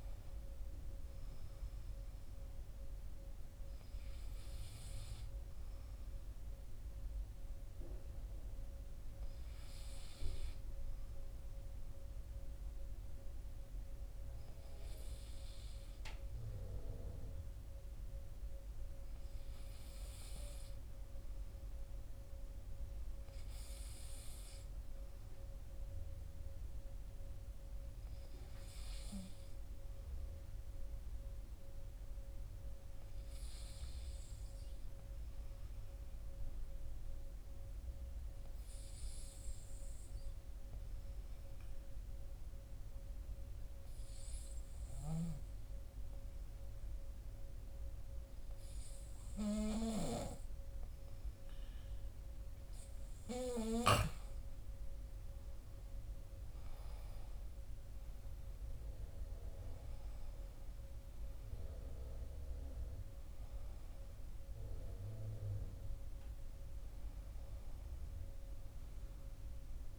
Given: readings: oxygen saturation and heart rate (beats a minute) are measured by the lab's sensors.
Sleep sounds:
breathing in sleep by a room microphone; 1
35.50-50.50 s: hypopnea (oxygen 96% before, 93% lowest, heart rate 57 before, 54 extreme, up 12 after)
51.50-69.99 s: oxygen desaturation (device-marked, oxygen 96% before, 93% lowest, heart rate 57 before, 51 extreme)
54.00-58.00 s: arousal
From the record:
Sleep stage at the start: N2 (light sleep); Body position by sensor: on the back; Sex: male

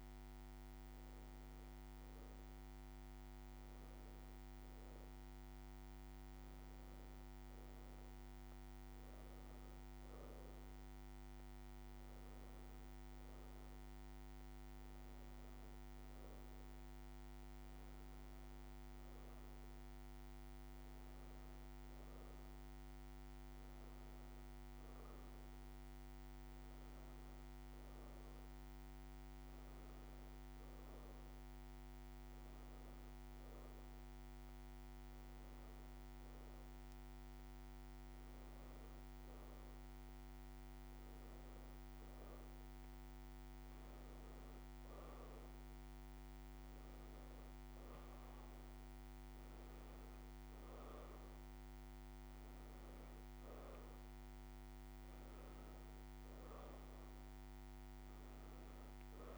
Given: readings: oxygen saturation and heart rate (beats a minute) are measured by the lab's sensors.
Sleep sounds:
breathing in sleep, hard to hear, by a microphone on the trachea; 1
26.00-29.00 s: arousal
32.00-47.50 s: obstructive apnea (oxygen 92% before, 90% lowest, heart rate 69 before, 68 extreme, up 2 after)
49.00-52.00 s: arousal
From the record:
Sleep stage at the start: N2 (light sleep); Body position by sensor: on the back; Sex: female

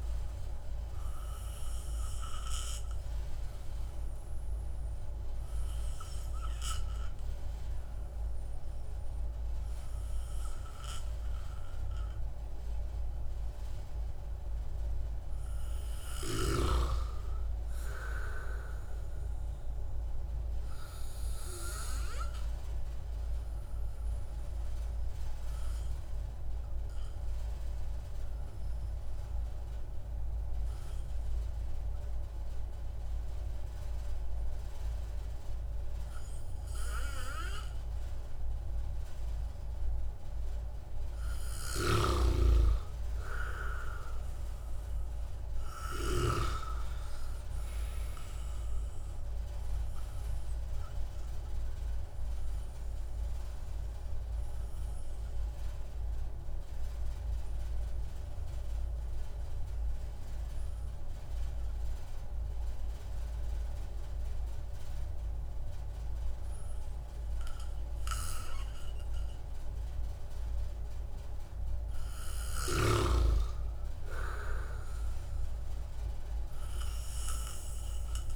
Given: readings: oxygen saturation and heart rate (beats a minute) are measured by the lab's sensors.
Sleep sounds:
breathing in sleep by a room microphone; 3
0.00-17.00 s: oxygen desaturation (device-marked, oxygen 93% lowest)
1.50-15.00 s: obstructive apnea (oxygen 97% before, 93% lowest)
17.50-20.50 s: arousal
22.50-38.50 s: obstructive apnea (oxygen 97% before, 93% lowest)
41.00-44.50 s: arousal
41.50-46.50 s: snoring (device-marked)
51.00-71.50 s: obstructive apnea (oxygen 96% before, 93% lowest)
73.50-77.00 s: arousal
From the record:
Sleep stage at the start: N2 (light sleep); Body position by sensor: on the back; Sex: male

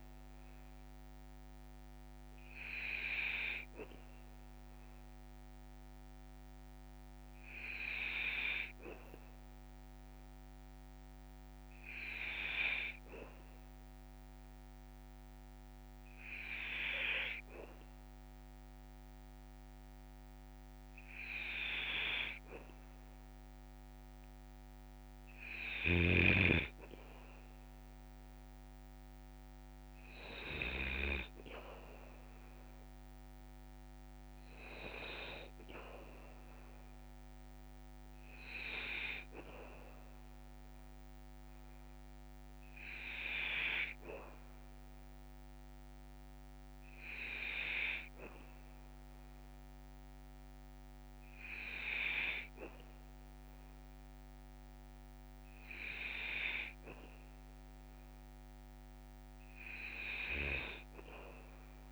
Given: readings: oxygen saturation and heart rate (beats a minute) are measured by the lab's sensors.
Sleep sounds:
breathing in sleep by a microphone on the trachea; none
none scored
From the record:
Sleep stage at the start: N2 (light sleep); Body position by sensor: on the back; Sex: male

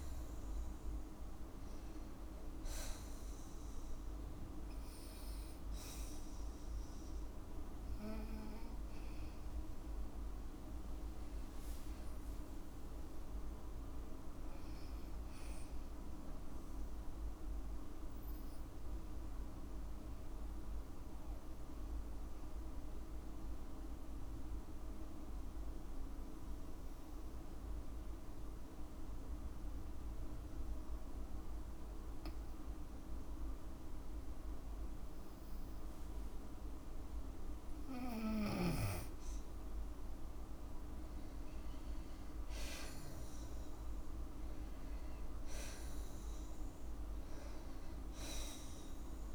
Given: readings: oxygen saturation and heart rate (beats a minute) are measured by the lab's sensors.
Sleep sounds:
breathing in sleep, hard to hear, by a room microphone; 1
18.00-35.50 s: obstructive apnea (oxygen 98% before, 93% lowest, heart rate 56 before, 52 extreme, up 5 after)
28.00-39.00 s: oxygen desaturation (device-marked, oxygen 97% before, 94% lowest, heart rate 55 before, 53 extreme)
40.00-44.50 s: arousal
From the record:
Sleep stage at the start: N2 (light sleep); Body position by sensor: on the back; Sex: female

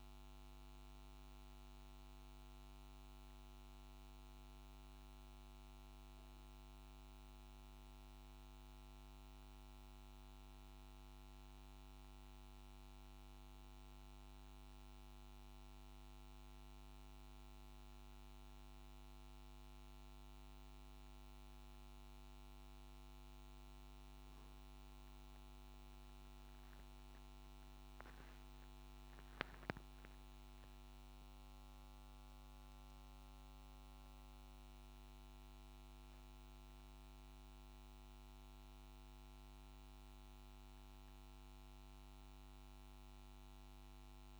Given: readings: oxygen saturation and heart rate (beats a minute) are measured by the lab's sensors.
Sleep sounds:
a person awake in a sleep study, hard to hear, by a microphone on the trachea; none
none scored
From the record:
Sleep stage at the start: awake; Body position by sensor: on the back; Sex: male

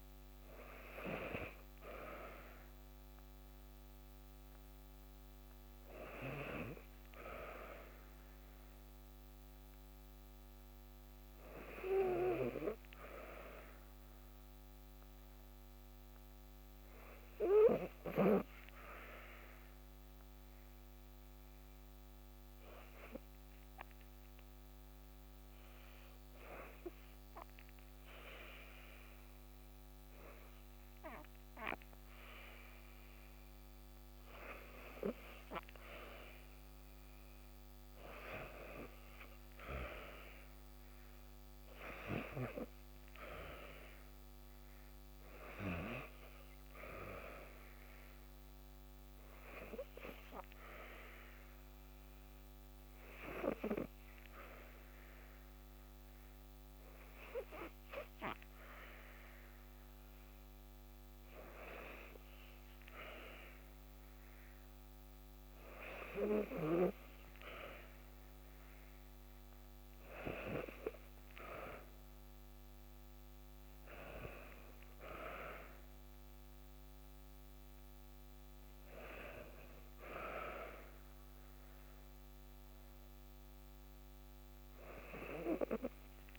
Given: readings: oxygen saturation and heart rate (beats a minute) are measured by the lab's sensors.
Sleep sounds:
breathing in sleep by a microphone on the trachea; 2
13.50-32.00 s: hypopnea (oxygen 95% before, 93% lowest, heart rate 61 before, 57 extreme, up 3 after)
34.50-38.50 s: arousal
48.00-62.00 s: hypopnea (oxygen 96% before, 93% lowest, heart rate 59 before, 56 extreme)
65.00-69.00 s: arousal
From the record:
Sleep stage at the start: N2 (light sleep); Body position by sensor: on the back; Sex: female

